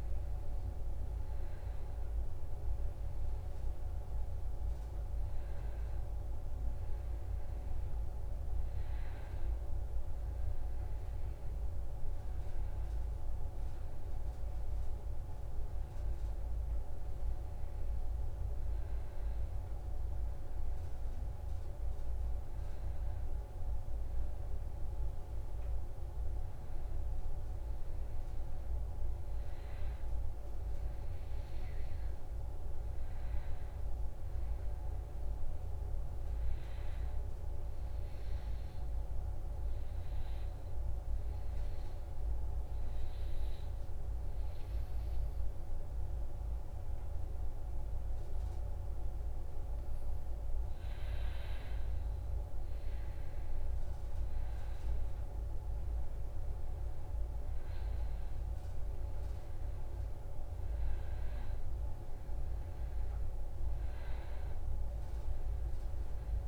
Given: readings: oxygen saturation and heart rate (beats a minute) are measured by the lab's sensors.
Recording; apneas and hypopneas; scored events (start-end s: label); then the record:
breathing in sleep, hard to hear, by a room microphone; 1
38.00-51.00 s: hypopnea (oxygen 95% before, 93% lowest, heart rate 69 before, 68 extreme, up 4 after)
53.50-66.48 s: new sleep stage, awake
From the record:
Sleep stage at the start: N2 (light sleep); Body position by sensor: on the back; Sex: male